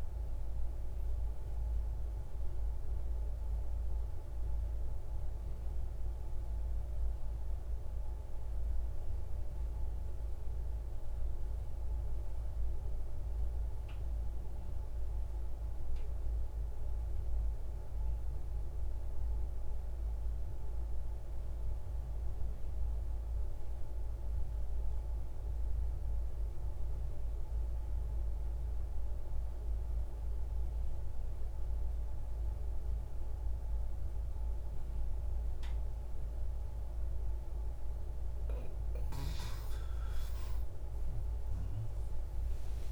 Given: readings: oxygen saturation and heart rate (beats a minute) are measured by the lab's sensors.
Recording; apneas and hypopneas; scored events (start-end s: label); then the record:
breathing in sleep, hard to hear, by a room microphone; 1
0.00-13.50 s: oxygen desaturation (device-marked, oxygen 92% lowest, heart rate 43 extreme)
1.50-38.50 s: mixed apnea (oxygen 99% before, 89% lowest, heart rate 111 before, 42 extreme)
33.50-42.92 s: oxygen desaturation (device-marked, oxygen 97% before, 92% lowest)
From the record:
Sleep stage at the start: N2 (light sleep); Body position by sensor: on the right side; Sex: male